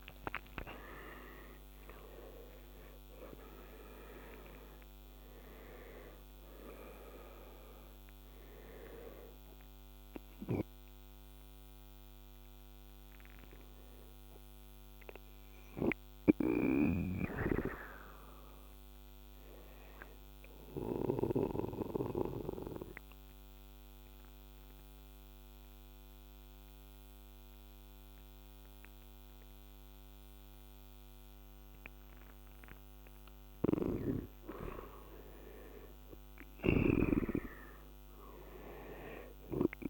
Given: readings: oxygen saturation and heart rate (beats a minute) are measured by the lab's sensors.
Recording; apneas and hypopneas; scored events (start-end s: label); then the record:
breathing in sleep by a microphone on the trachea; 1
0.00-1.50 s: arousal
0.00-20.50 s: oxygen desaturation (device-marked, oxygen 92% lowest, heart rate 73 extreme)
21.00-33.50 s: obstructive apnea (oxygen 97% before, 89% lowest, heart rate 88 before, 73 extreme, up 11 after)
34.50-39.90 s: oxygen desaturation (device-marked, oxygen 98% before, 89% lowest, heart rate 80 before, 73 extreme)
35.00-38.50 s: arousal
36.50-39.90 s: snoring (device-marked)
From the record:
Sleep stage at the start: N2 (light sleep); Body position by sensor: on the right side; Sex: male